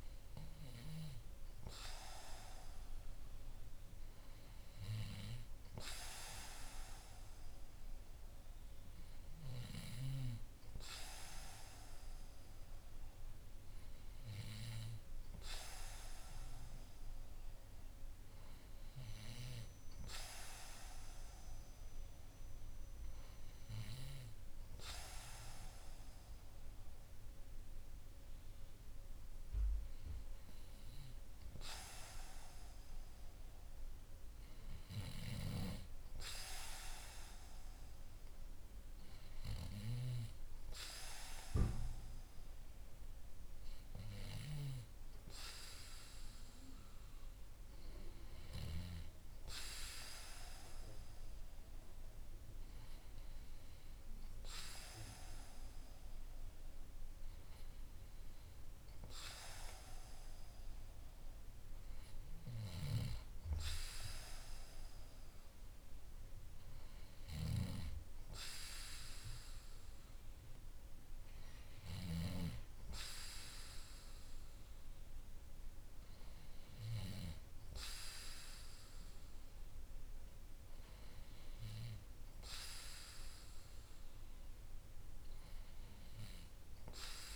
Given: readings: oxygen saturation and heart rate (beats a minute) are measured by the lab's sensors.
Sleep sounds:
breathing in sleep by a room microphone; none
none scored
From the record:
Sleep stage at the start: N2 (light sleep); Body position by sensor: on the back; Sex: male

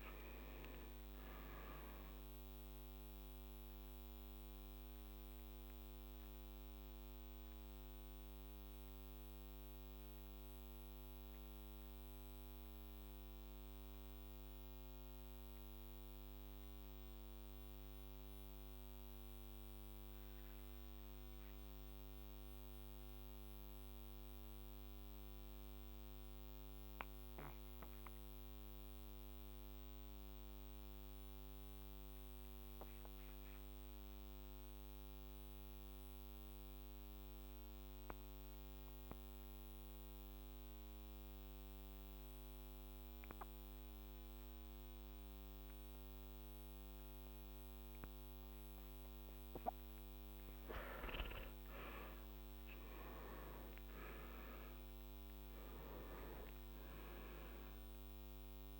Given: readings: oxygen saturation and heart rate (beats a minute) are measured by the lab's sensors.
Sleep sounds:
breathing in sleep, hard to hear, by a microphone on the trachea; 1
4.00-50.00 s: mixed apnea (oxygen 98% before, 85% lowest, heart rate 53 before, 45 extreme, up 11 after)
23.00-43.00 s: oxygen desaturation (device-marked, oxygen 96% before, 85% lowest, heart rate 50 before, 45 extreme)
51.50-56.00 s: arousal
From the record:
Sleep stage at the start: REM sleep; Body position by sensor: on the back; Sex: male

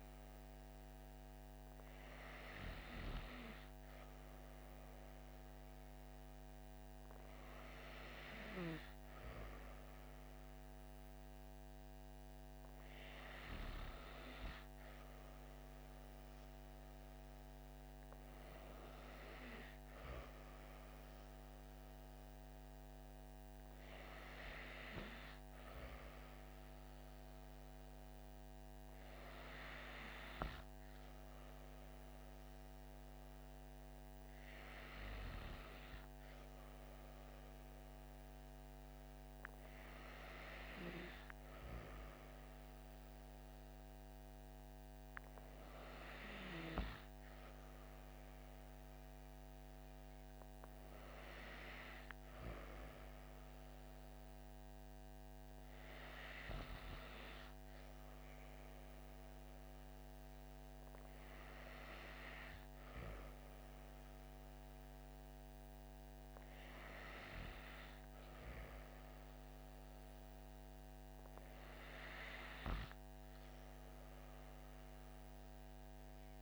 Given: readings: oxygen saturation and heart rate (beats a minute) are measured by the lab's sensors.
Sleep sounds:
breathing in sleep by a microphone on the trachea; none
none scored
From the record:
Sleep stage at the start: N2 (light sleep); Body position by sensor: on the back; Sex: female

